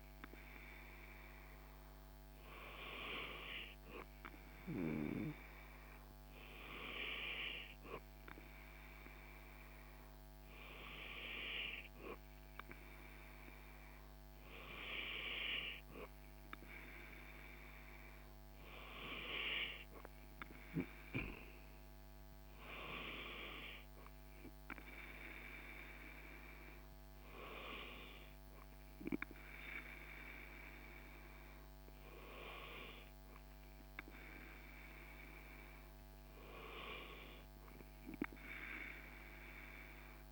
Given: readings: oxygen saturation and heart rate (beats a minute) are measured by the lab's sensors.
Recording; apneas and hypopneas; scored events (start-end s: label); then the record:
breathing in sleep by a microphone on the trachea; none
none scored
From the record:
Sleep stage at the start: N2 (light sleep); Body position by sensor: on the back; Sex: male